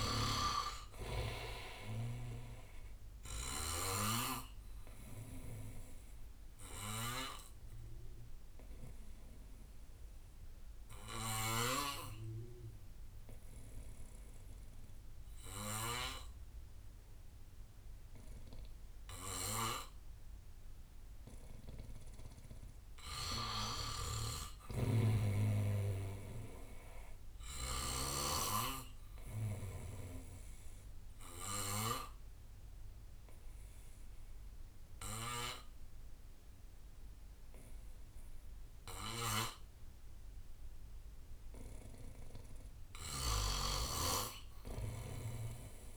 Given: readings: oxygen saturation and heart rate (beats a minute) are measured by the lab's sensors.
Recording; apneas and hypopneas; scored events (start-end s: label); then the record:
breathing in sleep by a room microphone; 2
0.00-2.00 s: arousal
0.00-17.50 s: oxygen desaturation (device-marked, oxygen 87% lowest, heart rate 57 extreme)
6.00-21.00 s: obstructive apnea (oxygen 98% before, 87% lowest, heart rate 66 before, 57 extreme, up 6 after)
7.50-13.50 s: bradycardia (device-marked, heart rate 63 before, 58 extreme)
15.50-17.50 s: bradycardia (device-marked, heart rate 63 before, 59 extreme)
23.50-26.50 s: arousal
24.50-28.00 s: snoring (device-marked)
27.50-40.50 s: oxygen desaturation (device-marked, oxygen 98% before, 92% lowest, heart rate 60 before, 60 extreme)
30.00-41.00 s: obstructive apnea (oxygen 98% before, 89% lowest, heart rate 60 before, 60 extreme, up 4 after)
42.50-45.97 s: arousal
43.00-45.97 s: snoring (device-marked)
From the record:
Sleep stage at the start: N2 (light sleep); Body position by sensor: on the back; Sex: male